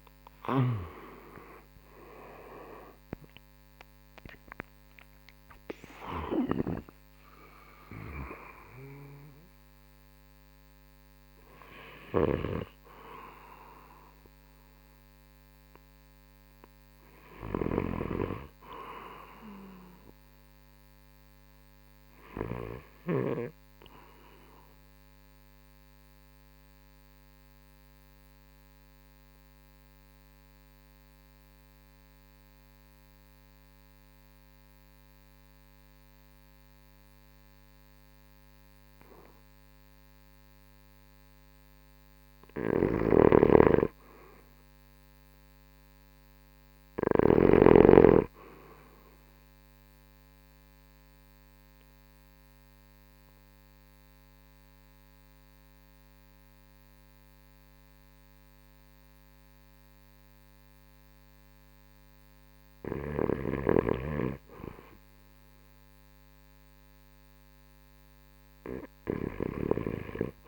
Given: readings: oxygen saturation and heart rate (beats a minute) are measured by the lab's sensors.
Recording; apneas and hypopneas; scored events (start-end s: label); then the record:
breathing in sleep by a microphone on the trachea; 2
0.00-1.00 s: snoring (device-marked)
0.00-3.00 s: arousal
0.00-14.00 s: drop in pulse transit time (device-marked, heart rate 61 before, 75 extreme)
0.00-26.00 s: oxygen desaturation (device-marked, oxygen 73% lowest, heart rate 56 extreme)
25.00-42.00 s: obstructive apnea (oxygen 89% before, 77% lowest, heart rate 77 before, 56 extreme, up 13 after)
42.50-47.50 s: snoring (device-marked)
44.00-47.00 s: arousal
45.00-57.00 s: drop in pulse transit time (device-marked, heart rate 63 before, 63 extreme)
50.00-62.50 s: obstructive apnea (oxygen 96% before, 77% lowest, heart rate 61 before, 57 extreme, up 5 after)
50.00-70.48 s: oxygen desaturation (device-marked, oxygen 94% before, 80% lowest, heart rate 61 before, 56 extreme)
65.50-70.00 s: arousal
From the record:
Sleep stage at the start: REM sleep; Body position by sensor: on the right side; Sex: male